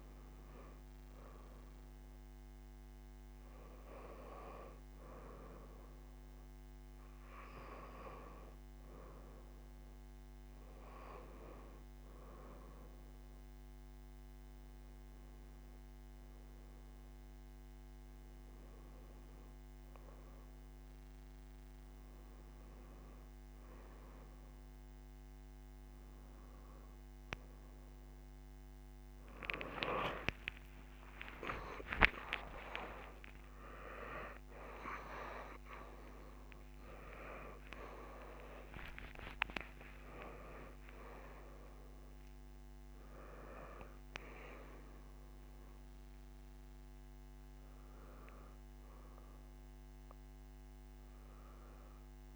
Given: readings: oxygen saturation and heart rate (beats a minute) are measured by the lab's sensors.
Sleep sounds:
a person partly awake in a sleep study, by a microphone on the trachea; none
9.50-20.50 s: oxygen desaturation (device-marked, oxygen 96% before, 91% lowest)
24.50-26.50 s: tachycardia (device-marked)
27.50-52.35 s: new sleep stage, awake
From the record:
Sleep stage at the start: N1 (lightest sleep); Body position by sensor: on the back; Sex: female

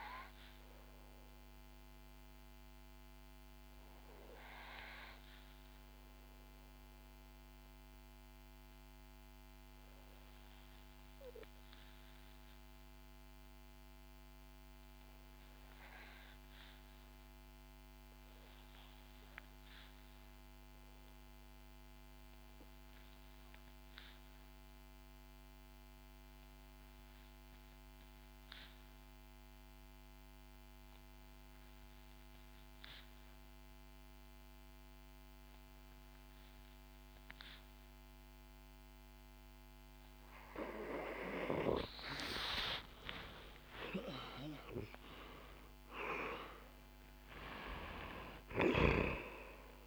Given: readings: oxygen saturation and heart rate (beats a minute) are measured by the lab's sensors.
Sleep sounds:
breathing in sleep by a microphone on the trachea; 1
0.00-19.00 s: oxygen desaturation (device-marked, oxygen 90% lowest, heart rate 56 extreme)
5.00-40.50 s: obstructive apnea (oxygen 97% before, 87% lowest, heart rate 71 before, 59 extreme, up 10 after)
33.00-49.87 s: oxygen desaturation (device-marked, oxygen 97% before, 87% lowest, heart rate 63 before, 60 extreme)
42.00-48.50 s: arousal
From the record:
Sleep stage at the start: N2 (light sleep); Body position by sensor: on the back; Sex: female

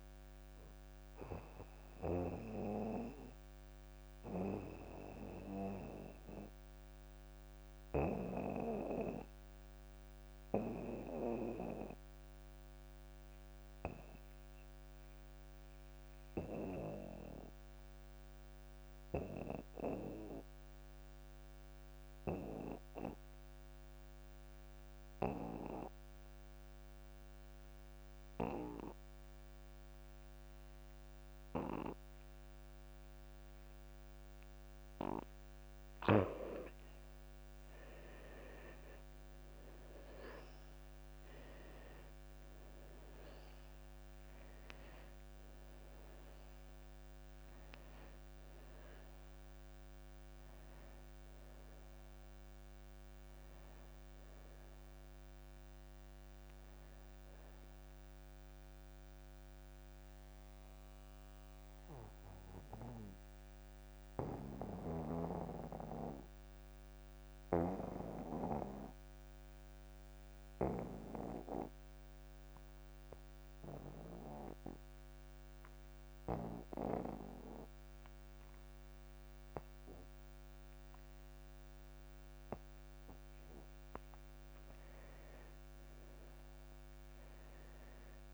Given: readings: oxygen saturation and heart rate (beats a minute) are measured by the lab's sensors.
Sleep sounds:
breathing in sleep by a microphone on the trachea; 2
3.00-35.00 s: obstructive apnea (oxygen 96% before, 78% lowest)
6.50-21.50 s: oxygen desaturation (device-marked, oxygen 94% before, 90% lowest)
31.50-75.50 s: oxygen desaturation (device-marked, oxygen 97% before, 78% lowest)
38.00-43.50 s: arousal
62.50-84.00 s: obstructive apnea (oxygen 93% before, 78% lowest)
85.00-88.34 s: arousal
From the record:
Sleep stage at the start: N2 (light sleep); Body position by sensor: on the back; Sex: male

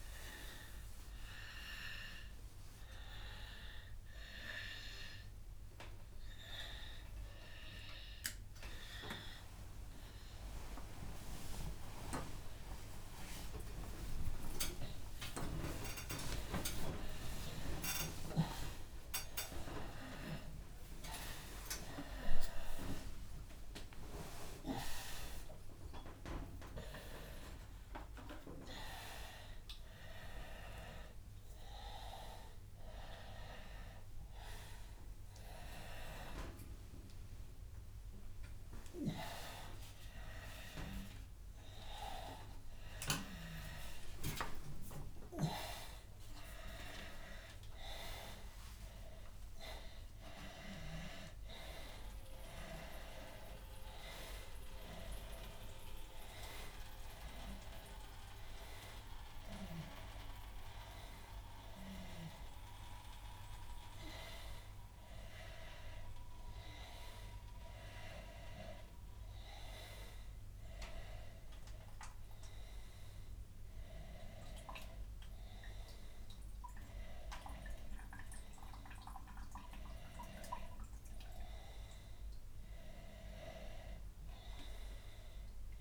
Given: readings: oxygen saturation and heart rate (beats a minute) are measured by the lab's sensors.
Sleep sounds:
a person awake in a sleep study, by a room microphone; none
0.00-1.50 s: long interval between heartbeats (device-marked, heart rate 174 extreme)
3.00-5.00 s: long interval between heartbeats (device-marked, heart rate 129 before, 174 extreme)
6.50-8.50 s: long interval between heartbeats (device-marked, heart rate 142 before, 156 extreme)
10.50-12.50 s: long interval between heartbeats (device-marked, heart rate 155 before, 137 extreme)
14.00-16.00 s: long interval between heartbeats (device-marked, heart rate 162 before, 130 extreme)
21.00-23.00 s: long interval between heartbeats (device-marked, heart rate 148 before, 119 extreme)
47.50-49.50 s: long interval between heartbeats (device-marked, heart rate 113 before, 119 extreme)
From the record:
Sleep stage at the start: awake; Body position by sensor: upright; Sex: male

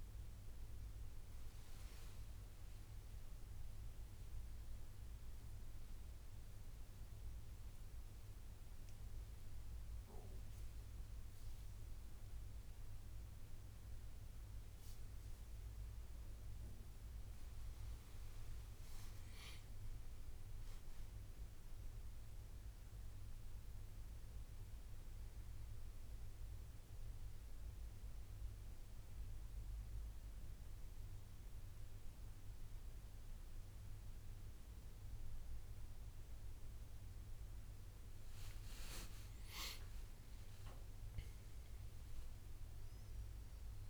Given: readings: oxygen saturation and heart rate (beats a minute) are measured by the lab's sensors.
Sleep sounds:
a person partly awake in a sleep study, hard to hear, by a room microphone; none
21.50-43.90 s: new sleep stage, N1 (lightest sleep)
From the record:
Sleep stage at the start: awake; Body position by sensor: on the back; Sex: male

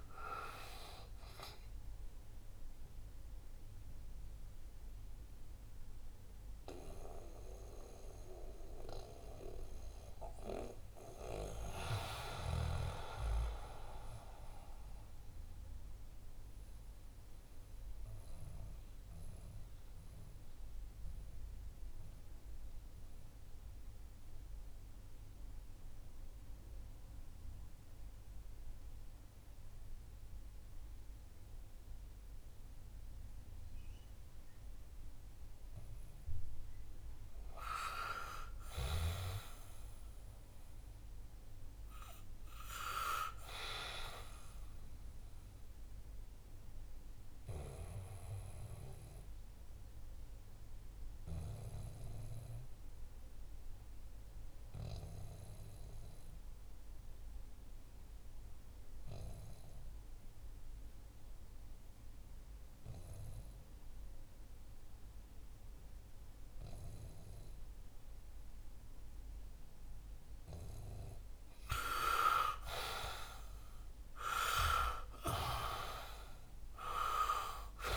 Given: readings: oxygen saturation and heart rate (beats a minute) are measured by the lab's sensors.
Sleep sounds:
breathing in sleep by a room microphone; 2
0.00-28.50 s: oxygen desaturation (device-marked, oxygen 77% lowest, heart rate 59 extreme)
6.50-11.50 s: snoring (device-marked)
12.00-35.50 s: mixed apnea (oxygen 93% before, 77% lowest, heart rate 68 before, 62 extreme)
37.50-41.00 s: arousal
44.50-63.50 s: oxygen desaturation (device-marked, oxygen 99% before, 93% lowest, heart rate 67 before, 62 extreme)
46.00-71.50 s: obstructive apnea (oxygen 99% before, 88% lowest, heart rate 67 before, 60 extreme, up 9 after)
72.50-76.50 s: arousal
72.50-77.97 s: oxygen desaturation (device-marked, oxygen 96% before, 88% lowest, heart rate 63 before, 59 extreme)
From the record:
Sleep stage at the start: N2 (light sleep); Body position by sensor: on the back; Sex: male

